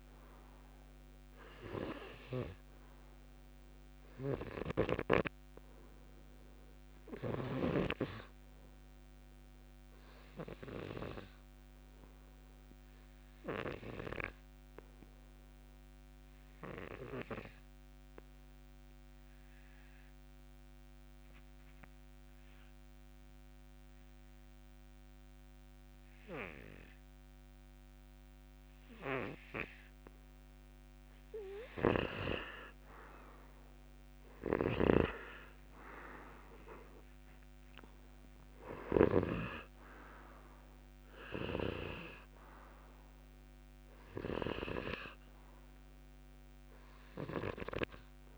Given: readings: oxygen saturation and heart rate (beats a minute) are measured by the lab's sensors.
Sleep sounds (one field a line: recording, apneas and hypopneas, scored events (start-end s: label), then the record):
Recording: breathing in sleep by a microphone on the trachea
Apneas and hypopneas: 1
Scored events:
0.00-29.00 s: oxygen desaturation (device-marked, oxygen 86% lowest, heart rate 61 extreme)
4.50-8.00 s: snoring (device-marked)
14.50-30.00 s: obstructive apnea (oxygen 94% before, 86% lowest, heart rate 70 before, 61 extreme, up 4 after)
32.50-36.50 s: arousal
34.50-39.50 s: snoring (device-marked)
From the record:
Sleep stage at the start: REM sleep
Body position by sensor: on the back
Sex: male